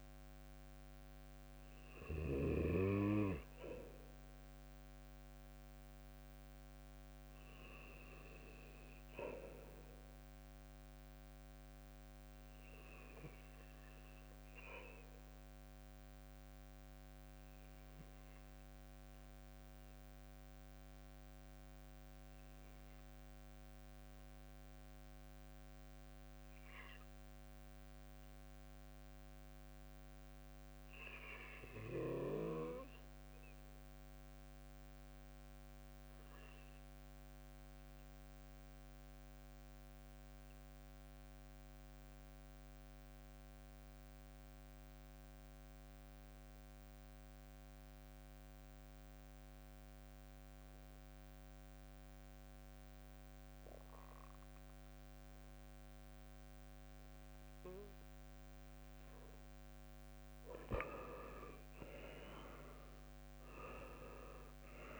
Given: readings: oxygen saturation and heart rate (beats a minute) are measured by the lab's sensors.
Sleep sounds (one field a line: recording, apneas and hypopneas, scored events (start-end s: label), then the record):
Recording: breathing in sleep by a microphone on the trachea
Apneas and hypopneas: 1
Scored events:
0.00-1.50 s: oxygen desaturation (device-marked, oxygen 91% lowest, heart rate 65 extreme)
3.00-7.00 s: arousal
11.00-59.00 s: obstructive apnea (oxygen 100% before, 94% lowest, heart rate 67 before, 58 extreme, up 10 after)
61.00-64.50 s: arousal
64.00-65.00 s: leg movement (device-marked)
From the record:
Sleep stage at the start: N2 (light sleep)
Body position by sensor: on the right side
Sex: male